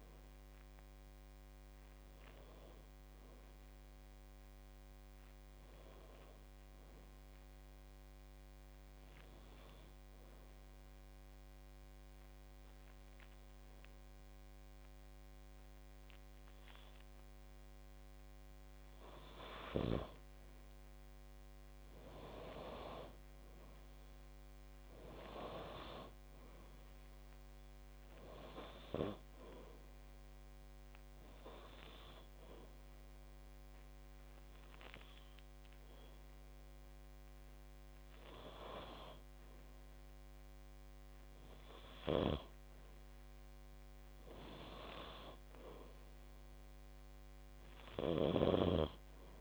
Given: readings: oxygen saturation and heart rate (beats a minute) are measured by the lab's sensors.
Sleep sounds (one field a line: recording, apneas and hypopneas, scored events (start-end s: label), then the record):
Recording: breathing in sleep by a microphone on the trachea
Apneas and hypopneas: 2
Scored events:
9.50-19.50 s: obstructive apnea (oxygen 98% before, 94% lowest, heart rate 61 before, 55 extreme, up 19 after)
23.00-26.50 s: arousal
30.00-40.00 s: obstructive apnea (oxygen 98% before, 90% lowest, heart rate 69 before, 56 extreme)
44.50-48.00 s: arousal
From the record:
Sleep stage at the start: N2 (light sleep)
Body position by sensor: on the back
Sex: female